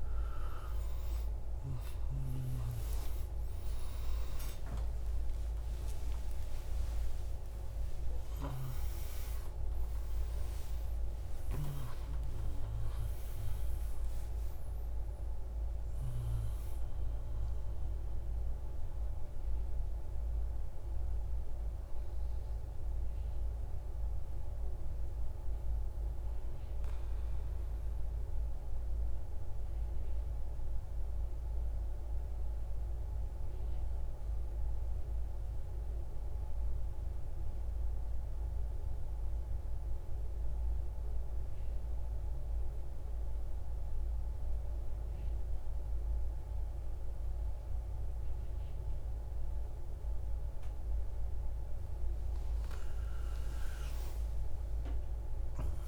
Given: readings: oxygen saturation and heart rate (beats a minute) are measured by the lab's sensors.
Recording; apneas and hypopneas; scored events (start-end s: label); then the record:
breathing in sleep, hard to hear, by a room microphone; 1
0.00-1.00 s: arousal
0.00-29.00 s: oxygen desaturation (device-marked, oxygen 86% lowest, heart rate 35 extreme)
22.00-50.50 s: central apnea (oxygen 92% before, 88% lowest, heart rate 130 before, 35 extreme)
52.50-55.88 s: arousal
From the record:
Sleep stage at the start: N2 (light sleep); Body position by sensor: on the right side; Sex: male